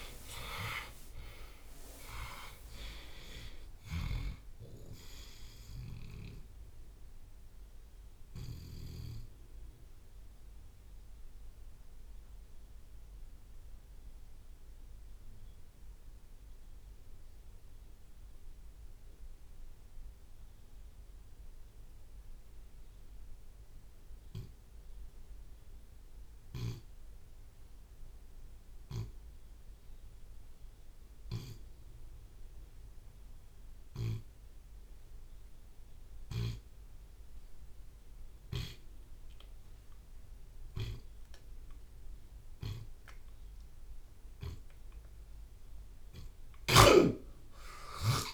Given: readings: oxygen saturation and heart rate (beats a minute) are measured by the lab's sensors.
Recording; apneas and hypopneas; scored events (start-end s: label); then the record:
breathing in sleep by a room microphone; 1
0.00-11.00 s: drop in pulse transit time (device-marked, heart rate 59 extreme)
2.00-4.00 s: long interval between heartbeats (device-marked, heart rate 51 before, 99 extreme)
7.00-40.50 s: mixed apnea (oxygen 95% before, 81% lowest, heart rate 68 before, 55 extreme, up 31 after)
20.00-34.00 s: oxygen desaturation (device-marked, oxygen 96% before, 81% lowest, heart rate 77 before, 55 extreme)
46.50-48.34 s: snoring (device-marked)
47.00-48.34 s: long interval between heartbeats (device-marked, heart rate 57 before, 78 extreme)
From the record:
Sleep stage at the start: N2 (light sleep); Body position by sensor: on the back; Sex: male